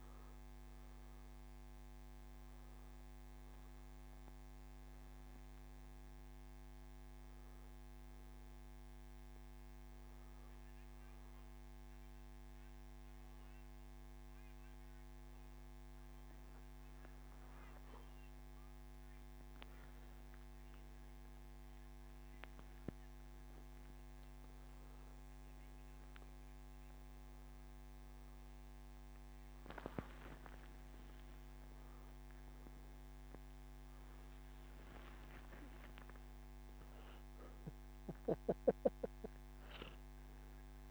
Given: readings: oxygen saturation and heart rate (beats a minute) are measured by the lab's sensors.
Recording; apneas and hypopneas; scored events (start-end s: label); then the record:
a person awake in a sleep study, hard to hear, by a microphone on the trachea; none
none scored
From the record:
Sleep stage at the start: awake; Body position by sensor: on the back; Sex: male